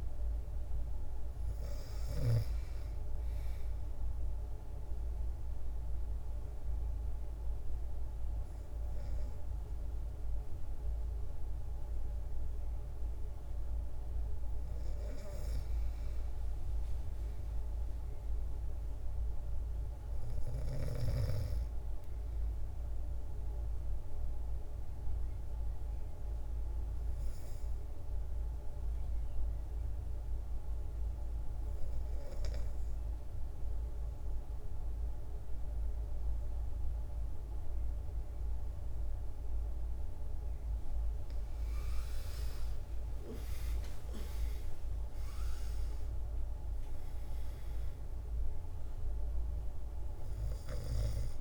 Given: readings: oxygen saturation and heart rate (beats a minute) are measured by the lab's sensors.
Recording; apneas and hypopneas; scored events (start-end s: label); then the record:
breathing in sleep by a room microphone; 2
4.50-14.50 s: obstructive apnea (oxygen 98% before, 91% lowest, heart rate 134 before, 54 extreme, up 39 after)
16.00-19.50 s: arousal
24.00-40.00 s: obstructive apnea (oxygen 97% before, 91% lowest)
42.00-45.50 s: arousal
44.00-51.41 s: oxygen desaturation (device-marked, oxygen 96% before, 91% lowest)
From the record:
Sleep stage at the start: N2 (light sleep); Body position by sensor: on the back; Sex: female